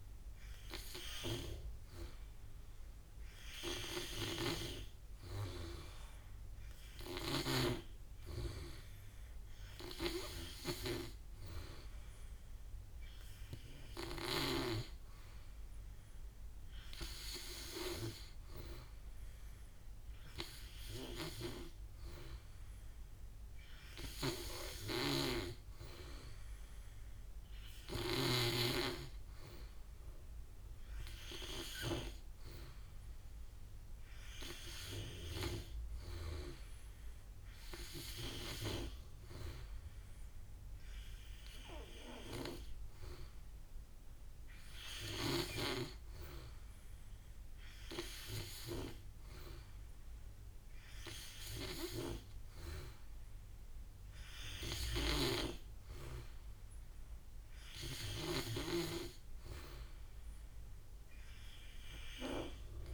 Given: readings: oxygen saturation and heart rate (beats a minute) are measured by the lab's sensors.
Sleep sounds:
breathing in sleep by a room microphone; none
24.50-28.00 s: snoring (device-marked)
From the record:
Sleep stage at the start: N3 (deep sleep); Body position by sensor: on the back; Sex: male

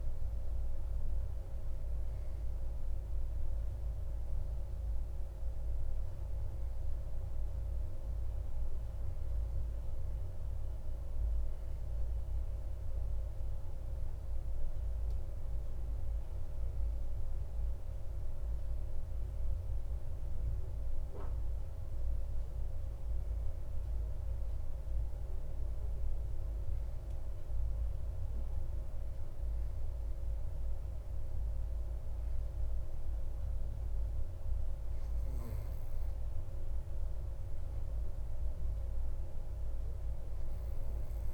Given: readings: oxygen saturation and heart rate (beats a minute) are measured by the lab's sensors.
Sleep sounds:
breathing in sleep, hard to hear, by a room microphone; none
none scored
From the record:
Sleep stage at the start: N2 (light sleep); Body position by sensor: on the back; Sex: male

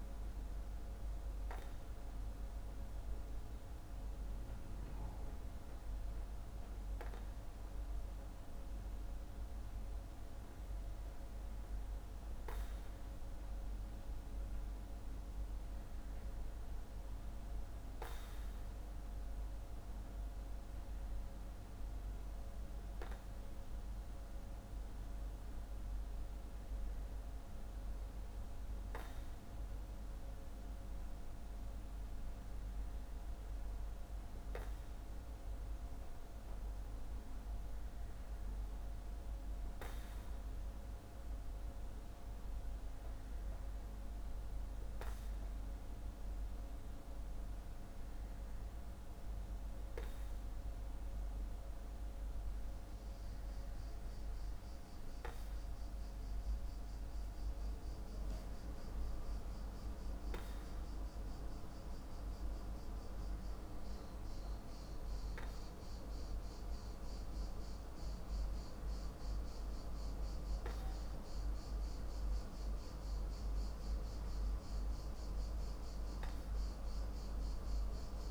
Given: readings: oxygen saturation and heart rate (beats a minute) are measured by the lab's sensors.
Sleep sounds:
breathing in sleep, hard to hear, by a room microphone; none
none scored
From the record:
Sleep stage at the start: N2 (light sleep); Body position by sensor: on the back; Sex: male

